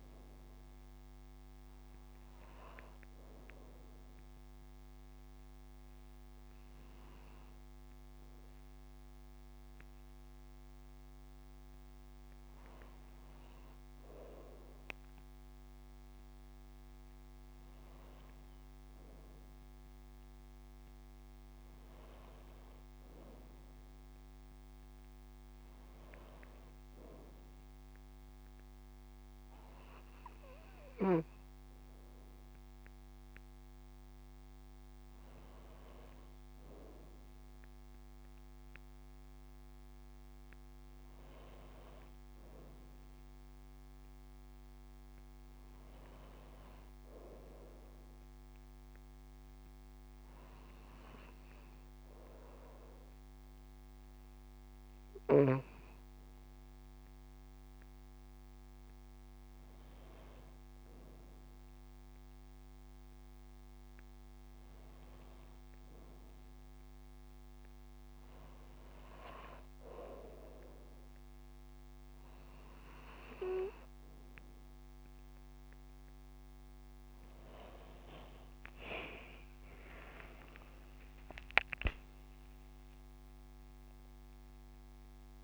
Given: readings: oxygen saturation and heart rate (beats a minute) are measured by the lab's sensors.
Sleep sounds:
breathing in sleep by a microphone on the trachea; none
83.00-85.44 s: arousal
From the record:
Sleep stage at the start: N2 (light sleep); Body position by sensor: on the back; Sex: female

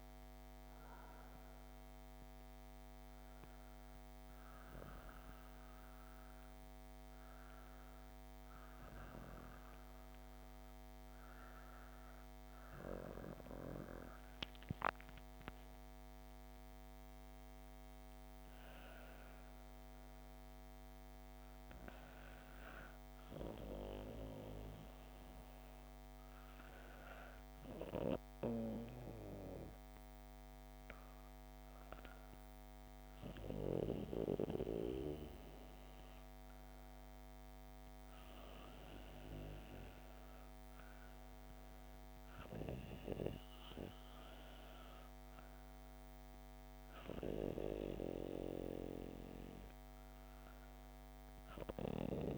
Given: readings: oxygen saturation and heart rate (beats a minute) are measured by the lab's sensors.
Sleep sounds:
breathing in sleep by a microphone on the trachea; none
none scored
From the record:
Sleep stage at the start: N2 (light sleep); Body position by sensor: on the back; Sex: female

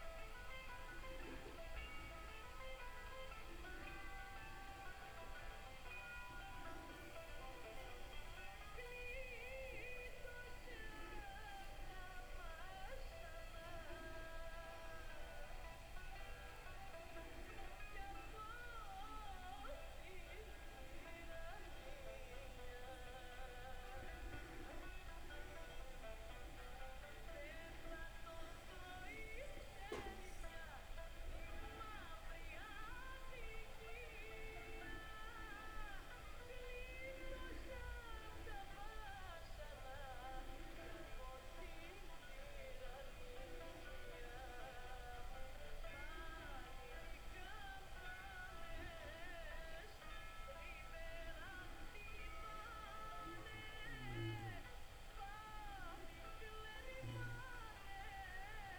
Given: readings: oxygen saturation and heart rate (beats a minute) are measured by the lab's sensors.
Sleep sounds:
breathing in sleep, hard to hear, by a room microphone; none
none scored
From the record:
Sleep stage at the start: N2 (light sleep); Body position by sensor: on the back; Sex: female

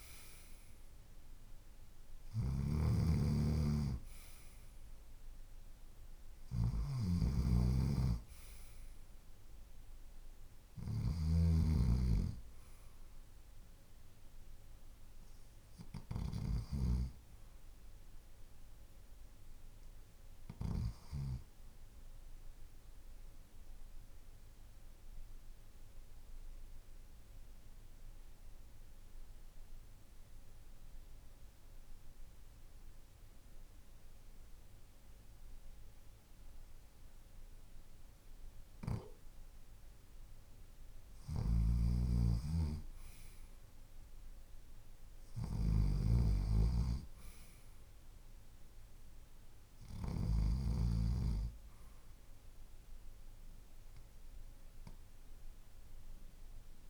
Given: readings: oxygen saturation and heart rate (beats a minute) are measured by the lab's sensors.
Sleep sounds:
breathing in sleep by a room microphone; 1
0.00-16.50 s: snoring (device-marked)
21.50-38.50 s: obstructive apnea (oxygen 96% before, 92% lowest, heart rate 54 before, 51 extreme, up 2 after)
38.00-41.50 s: snoring (device-marked)
41.00-44.50 s: arousal
From the record:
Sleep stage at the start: REM sleep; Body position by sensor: on the left side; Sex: male

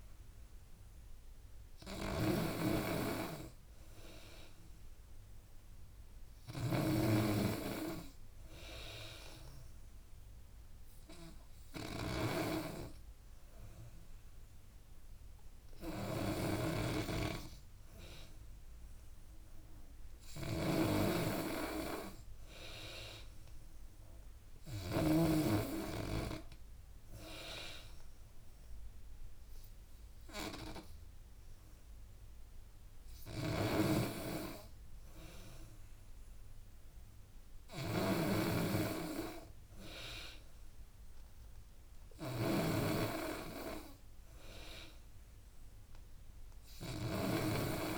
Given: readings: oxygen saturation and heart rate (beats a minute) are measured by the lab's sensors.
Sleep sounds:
breathing in sleep by a room microphone; none
0.00-8.50 s: oxygen desaturation (device-marked, oxygen 90% lowest, heart rate 77 extreme)
0.00-25.50 s: snoring (device-marked)
10.50-21.50 s: oxygen desaturation (device-marked, oxygen 94% before, 91% lowest, heart rate 82 before, 77 extreme)
33.50-47.98 s: snoring (device-marked)
From the record:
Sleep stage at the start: N2 (light sleep); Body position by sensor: on the back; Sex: female

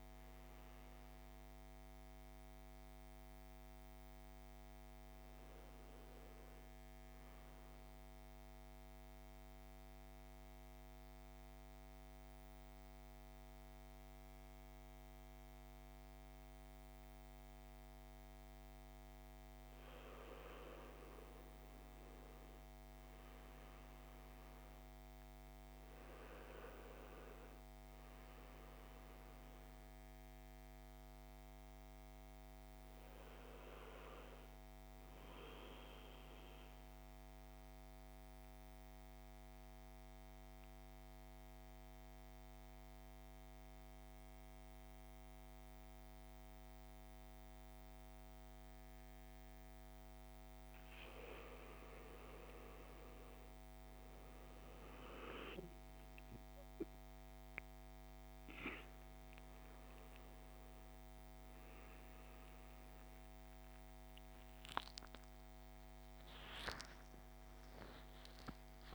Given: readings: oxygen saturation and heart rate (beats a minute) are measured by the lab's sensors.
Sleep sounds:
breathing in sleep, hard to hear, by a microphone on the trachea; 2
0.00-2.00 s: oxygen desaturation (device-marked, oxygen 96% lowest)
7.50-18.50 s: central apnea (oxygen 99% before, 92% lowest)
21.00-24.50 s: arousal
22.00-42.00 s: oxygen desaturation (device-marked, oxygen 98% before, 93% lowest)
31.00-68.95 s: new sleep stage, N2 (light sleep)
35.50-49.50 s: central apnea (oxygen 99% before, 90% lowest)
52.00-55.00 s: arousal
57.00-68.95 s: oxygen desaturation (device-marked, oxygen 98% before, 92% lowest)
65.50-68.95 s: arousal
From the record:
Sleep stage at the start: N1 (lightest sleep); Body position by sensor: on the back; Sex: male

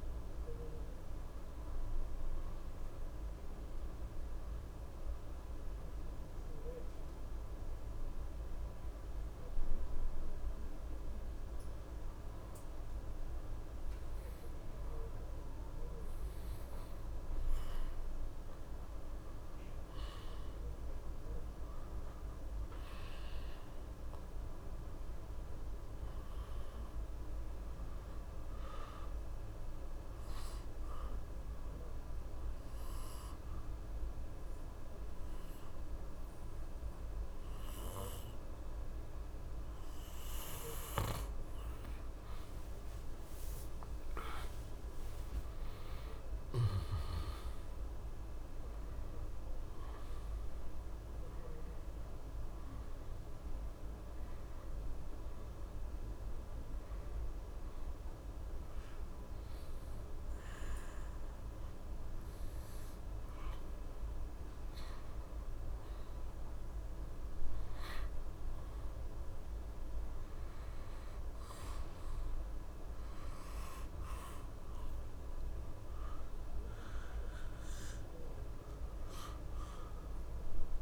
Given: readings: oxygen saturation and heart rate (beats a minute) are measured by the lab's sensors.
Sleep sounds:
breathing in sleep, hard to hear, by a room microphone; 3
0.00-22.50 s: oxygen desaturation (device-marked, oxygen 87% lowest, heart rate 67 extreme)
5.50-17.00 s: obstructive apnea (oxygen 93% before, 87% lowest, heart rate 70 before, 67 extreme, up 6 after)
21.00-25.50 s: arousal
28.50-38.50 s: oxygen desaturation (device-marked, oxygen 96% before, 92% lowest, heart rate 70 before, 67 extreme)
28.50-42.00 s: obstructive apnea (oxygen 96% before, 90% lowest, heart rate 70 before, 67 extreme, up 12 after)
43.00-47.50 s: arousal
51.50-69.50 s: oxygen desaturation (device-marked, oxygen 95% before, 90% lowest, heart rate 72 before, 66 extreme)
57.50-68.00 s: obstructive apnea (oxygen 95% before, 87% lowest, heart rate 72 before, 66 extreme, up 1 after)
70.00-74.50 s: arousal
From the record:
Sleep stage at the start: N2 (light sleep); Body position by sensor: on the back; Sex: male

